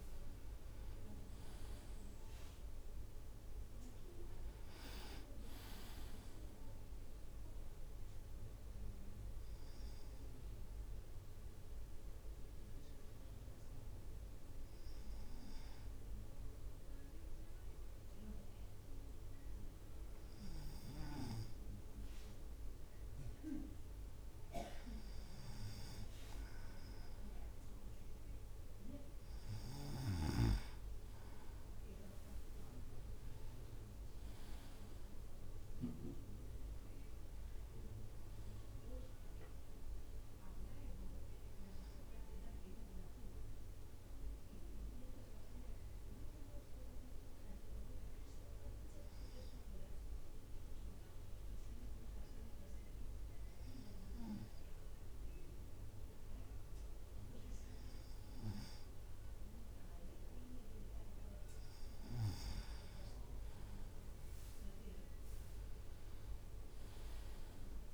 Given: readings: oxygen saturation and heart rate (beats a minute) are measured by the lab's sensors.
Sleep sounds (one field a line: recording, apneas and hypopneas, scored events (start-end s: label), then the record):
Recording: breathing in sleep by a room microphone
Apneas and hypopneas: 2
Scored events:
0.00-4.50 s: arousal
1.50-15.50 s: drop in pulse transit time (device-marked, heart rate 55 before, 54 extreme)
11.00-26.50 s: hypopnea (oxygen 97% before, 96% lowest, heart rate 57 before, 54 extreme, up 2 after)
32.00-34.50 s: leg movement (device-marked)
32.50-44.50 s: drop in pulse transit time (device-marked, heart rate 56 before, 54 extreme)
33.00-37.50 s: arousal
49.00-61.50 s: hypopnea (oxygen 98% before, 96% lowest, heart rate 56 before, 52 extreme, up 4 after)
63.50-66.00 s: leg movement (device-marked)
63.50-67.94 s: drop in pulse transit time (device-marked, heart rate 55 before, 52 extreme)
64.00-67.94 s: arousal
From the record:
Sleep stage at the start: N2 (light sleep)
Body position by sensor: on the right side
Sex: male